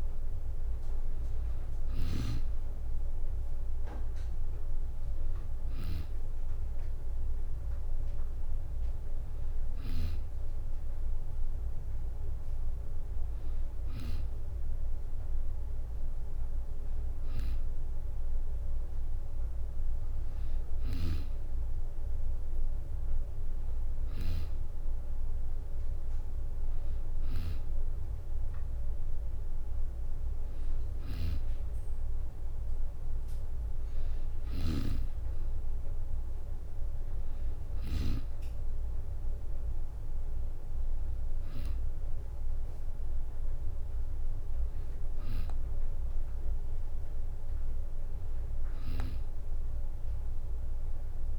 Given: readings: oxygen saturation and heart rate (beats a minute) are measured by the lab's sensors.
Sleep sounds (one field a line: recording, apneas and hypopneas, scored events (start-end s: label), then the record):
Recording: breathing in sleep by a room microphone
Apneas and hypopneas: none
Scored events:
0.00-2.00 s: snoring (device-marked)
20.50-24.00 s: snoring (device-marked)
30.50-38.00 s: snoring (device-marked)
From the record:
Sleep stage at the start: N2 (light sleep)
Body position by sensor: on the back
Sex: female